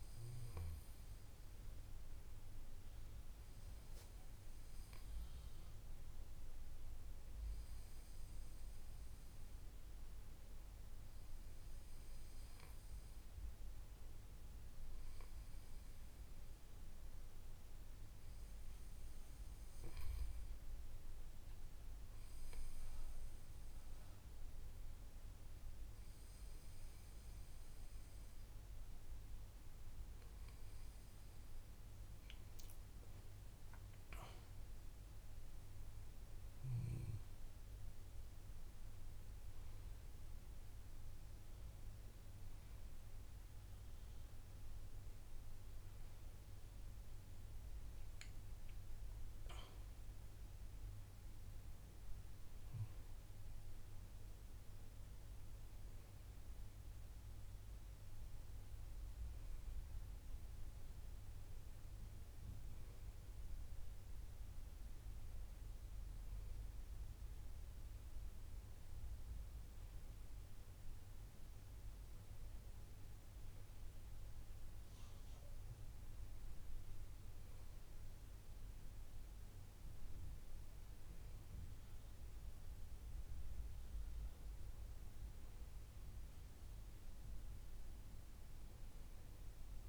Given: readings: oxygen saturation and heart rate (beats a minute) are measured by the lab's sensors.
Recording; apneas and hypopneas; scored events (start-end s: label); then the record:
breathing in sleep, hard to hear, by a room microphone; none
none scored
From the record:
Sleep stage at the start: N2 (light sleep); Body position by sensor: on the back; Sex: male